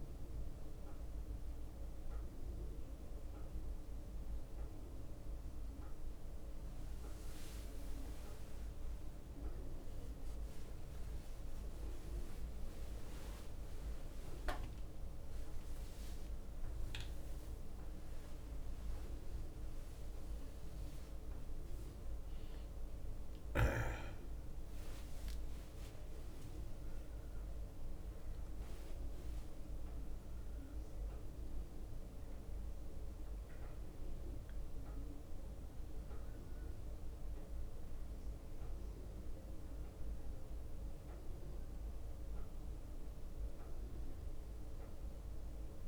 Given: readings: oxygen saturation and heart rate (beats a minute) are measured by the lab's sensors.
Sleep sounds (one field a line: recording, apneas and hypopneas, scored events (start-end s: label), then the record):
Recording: a person awake in a sleep study, hard to hear, by a room microphone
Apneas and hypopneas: none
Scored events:
8.00-16.00 s: leg movement (device-marked)
24.50-28.50 s: leg movement (device-marked)
26.00-28.00 s: long interval between heartbeats (device-marked, heart rate 63 before, 79 extreme)
26.00-32.00 s: tachycardia (device-marked, heart rate 70 before, 116 extreme)
29.50-31.50 s: long interval between heartbeats (device-marked, heart rate 66 before, 116 extreme)
35.00-38.00 s: leg movement (device-marked)
38.00-45.88 s: bradycardia (device-marked, heart rate 71 before, 57 extreme)
From the record:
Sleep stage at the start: awake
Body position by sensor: on the back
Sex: male